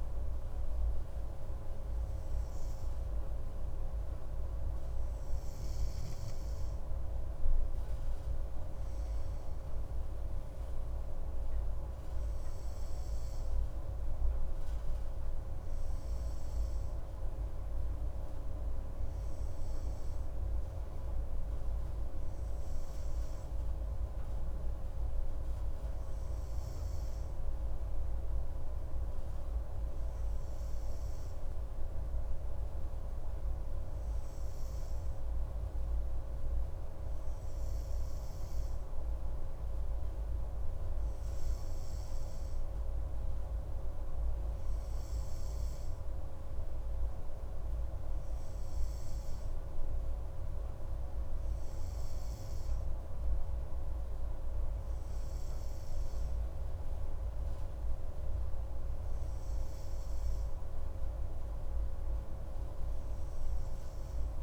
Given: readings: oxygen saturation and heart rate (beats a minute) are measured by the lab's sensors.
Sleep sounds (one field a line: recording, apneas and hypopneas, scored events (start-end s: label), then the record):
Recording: breathing in sleep, hard to hear, by a room microphone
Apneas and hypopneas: none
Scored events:
none scored
From the record:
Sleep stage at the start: N2 (light sleep)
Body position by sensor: on the right side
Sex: male